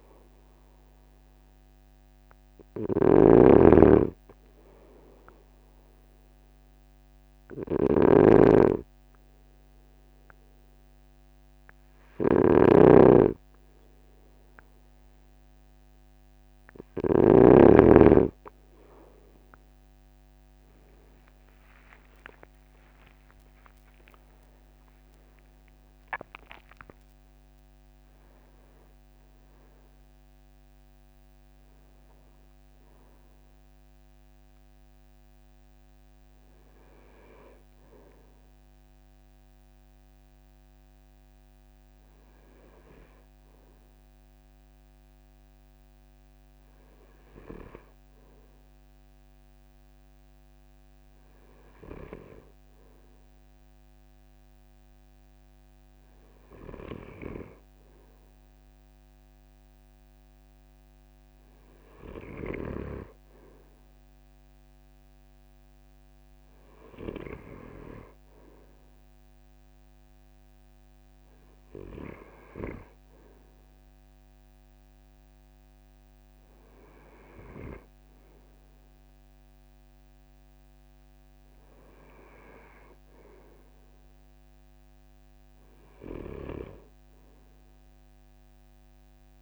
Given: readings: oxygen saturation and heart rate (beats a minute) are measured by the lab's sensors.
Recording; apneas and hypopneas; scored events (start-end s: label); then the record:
breathing in sleep by a microphone on the trachea; 1
0.00-17.00 s: snoring (device-marked)
6.00-16.00 s: obstructive apnea (oxygen 96% before, 94% lowest)
10.00-12.00 s: long interval between heartbeats (device-marked, heart rate 40 before, 36 extreme)
19.00-21.00 s: long interval between heartbeats (device-marked, heart rate 36 before, 40 extreme)
19.00-24.50 s: arousal
23.50-25.50 s: long interval between heartbeats (device-marked, heart rate 40 before, 89 extreme)
From the record:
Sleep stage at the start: N2 (light sleep); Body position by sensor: on the front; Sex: male